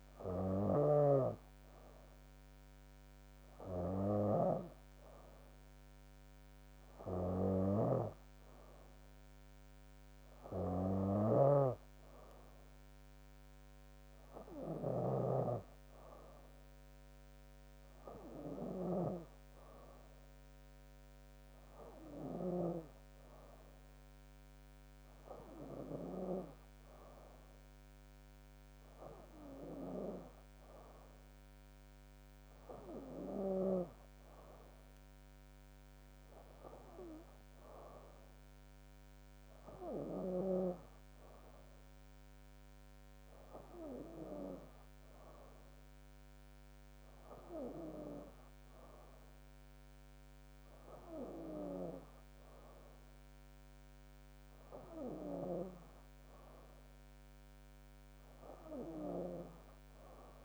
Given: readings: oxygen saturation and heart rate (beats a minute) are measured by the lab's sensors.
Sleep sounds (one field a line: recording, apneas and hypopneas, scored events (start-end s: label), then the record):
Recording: breathing in sleep by a microphone on the trachea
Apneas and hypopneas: none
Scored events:
7.50-15.00 s: snoring (device-marked)
From the record:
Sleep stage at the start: N2 (light sleep)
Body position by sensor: on the back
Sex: female